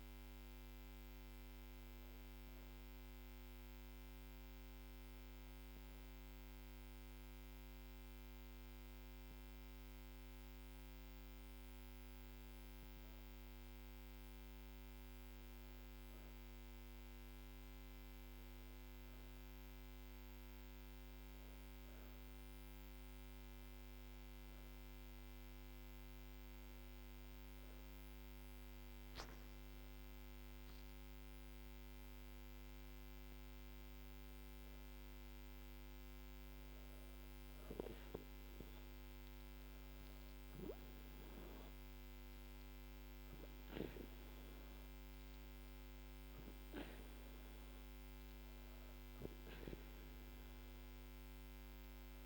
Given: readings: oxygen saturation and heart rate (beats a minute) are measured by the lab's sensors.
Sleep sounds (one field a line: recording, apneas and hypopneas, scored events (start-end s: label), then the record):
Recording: breathing in sleep, hard to hear, by a microphone on the trachea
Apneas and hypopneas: 1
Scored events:
23.00-36.50 s: hypopnea (oxygen 97% before, 91% lowest, heart rate 78 before, 77 extreme, up 8 after)
38.50-42.50 s: arousal
From the record:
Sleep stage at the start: N2 (light sleep)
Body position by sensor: on the back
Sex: female